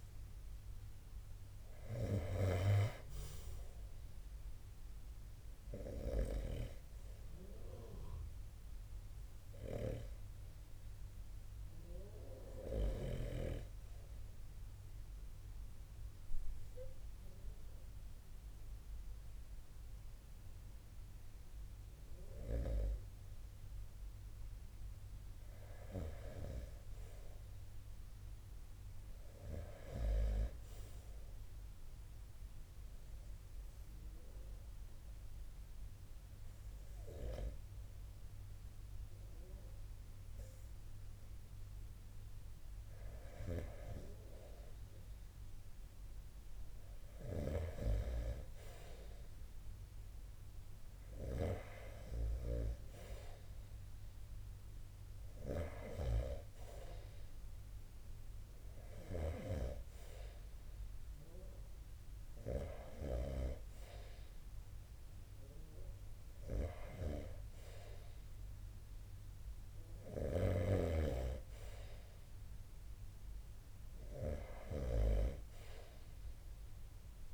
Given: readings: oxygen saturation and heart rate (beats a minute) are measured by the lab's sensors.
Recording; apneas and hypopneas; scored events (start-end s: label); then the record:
breathing in sleep by a room microphone; 2
13.00-25.00 s: obstructive apnea (oxygen 90% before, 81% lowest)
27.50-30.50 s: arousal
32.00-51.00 s: oxygen desaturation (device-marked, oxygen 92% before, 83% lowest)
32.50-43.50 s: obstructive apnea (oxygen 92% before, 81% lowest)
46.50-50.50 s: arousal
56.00-71.00 s: oxygen desaturation (device-marked, oxygen 87% before, 81% lowest)
58.00-62.50 s: snoring (device-marked)
73.50-76.50 s: arousal
From the record:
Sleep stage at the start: REM sleep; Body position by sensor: on the right side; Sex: male